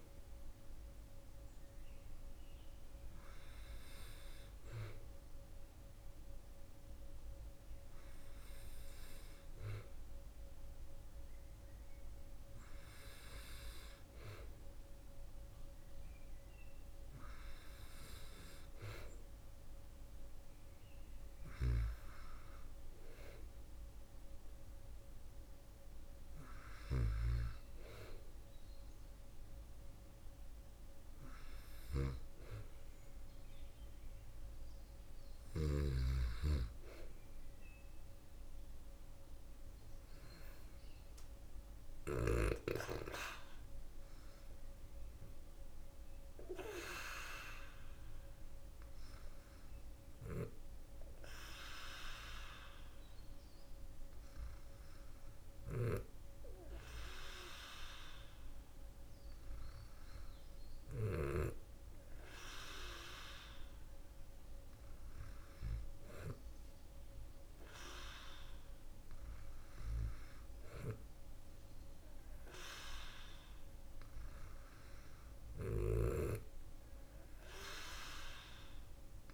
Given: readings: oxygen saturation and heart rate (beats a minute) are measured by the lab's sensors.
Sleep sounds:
breathing in sleep by a room microphone; none
none scored
From the record:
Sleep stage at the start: N2 (light sleep); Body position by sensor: on the back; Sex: female

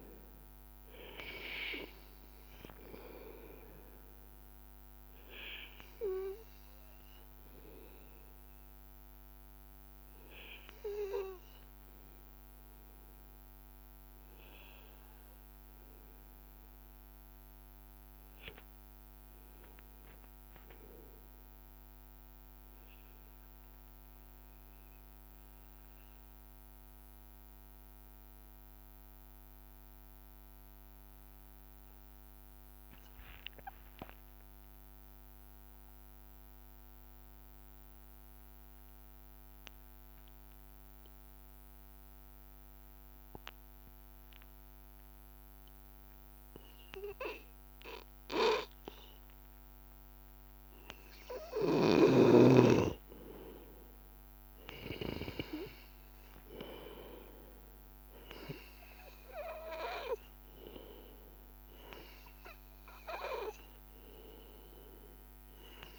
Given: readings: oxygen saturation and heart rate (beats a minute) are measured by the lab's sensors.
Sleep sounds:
breathing in sleep by a microphone on the trachea; 1
0.00-13.50 s: oxygen desaturation (device-marked, oxygen 92% lowest, heart rate 82 extreme)
22.00-47.50 s: obstructive apnea (oxygen 99% before, 92% lowest, heart rate 84 before, 81 extreme, up 0 after)
41.50-65.99 s: oxygen desaturation (device-marked, oxygen 97% before, 92% lowest, heart rate 83 before, 81 extreme)
51.50-56.50 s: arousal
From the record:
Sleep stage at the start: N2 (light sleep); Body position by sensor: on the back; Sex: male

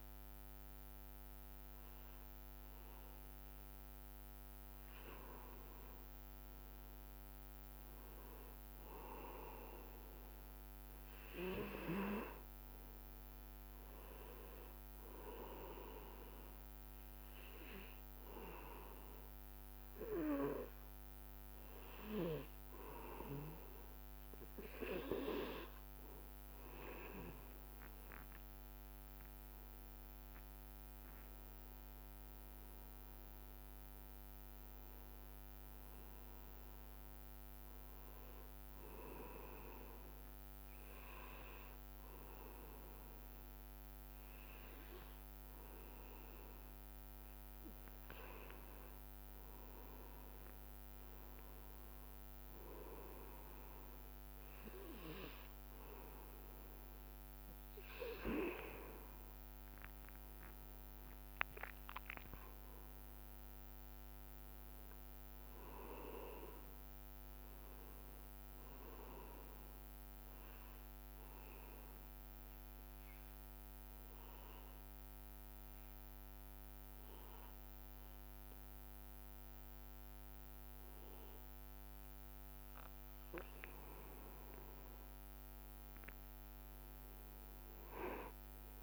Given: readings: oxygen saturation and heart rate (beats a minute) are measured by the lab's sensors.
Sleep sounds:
breathing in sleep by a microphone on the trachea; 3
16.00-26.50 s: hypopnea (oxygen 99% before, 95% lowest, heart rate 66 before, 60 extreme, up 10 after)
18.00-31.00 s: oxygen desaturation (device-marked, oxygen 99% before, 96% lowest, heart rate 64 before, 62 extreme)
31.00-35.50 s: arousal
39.50-50.00 s: hypopnea (oxygen 99% before, 93% lowest, heart rate 64 before, 60 extreme, up 1 after)
59.50-65.00 s: arousal
72.00-84.00 s: obstructive apnea (oxygen 98% before, 93% lowest, heart rate 65 before, 60 extreme, up 3 after)
85.50-88.83 s: arousal
From the record:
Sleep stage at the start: N2 (light sleep); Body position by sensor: on the back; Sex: male

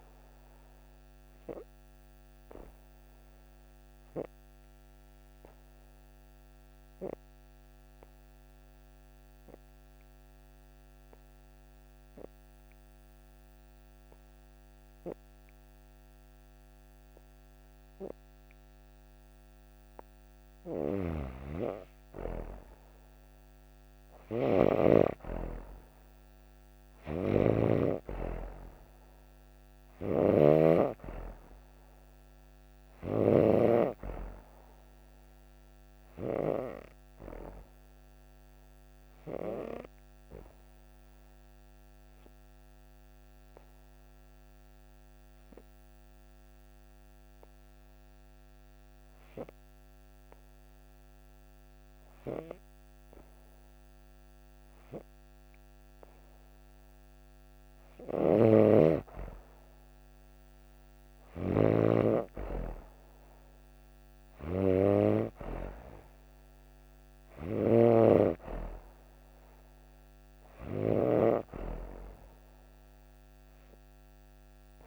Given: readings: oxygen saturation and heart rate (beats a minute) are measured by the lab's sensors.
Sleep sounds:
breathing in sleep by a microphone on the trachea; 2
1.50-24.50 s: oxygen desaturation (device-marked, oxygen 96% before, 91% lowest)
3.00-20.00 s: obstructive apnea (oxygen 96% before, 91% lowest)
20.50-27.50 s: snoring (device-marked)
22.00-25.00 s: arousal
29.50-33.00 s: snoring (device-marked)
29.50-53.50 s: oxygen desaturation (device-marked, oxygen 97% before, 91% lowest)
36.50-54.50 s: obstructive apnea (oxygen 97% before, 91% lowest)
57.00-59.50 s: arousal
57.50-71.00 s: snoring (device-marked)
70.50-74.87 s: oxygen desaturation (device-marked, oxygen 97% before, 92% lowest)
From the record:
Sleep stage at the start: N2 (light sleep); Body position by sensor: on the back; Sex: female

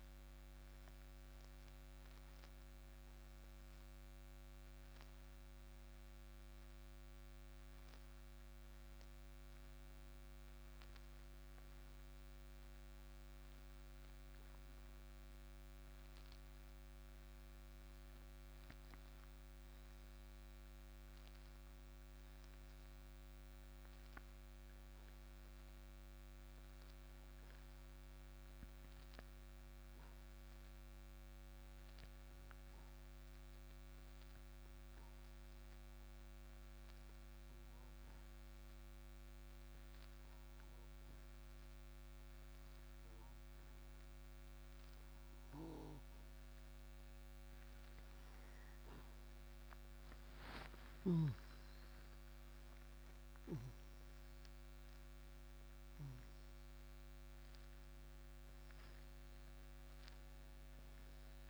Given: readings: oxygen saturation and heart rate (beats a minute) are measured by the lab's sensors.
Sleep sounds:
breathing in sleep, hard to hear, by a microphone on the trachea; 1
0.00-23.00 s: oxygen desaturation (device-marked, oxygen 87% lowest, heart rate 57 extreme)
28.00-45.50 s: obstructive apnea (oxygen 98% before, 89% lowest, heart rate 60 before, 59 extreme, up 4 after)
52.00-55.50 s: arousal
53.00-61.50 s: oxygen desaturation (device-marked, oxygen 95% before, 89% lowest, heart rate 60 before, 58 extreme)
From the record:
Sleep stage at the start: N2 (light sleep); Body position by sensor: on the right side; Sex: male

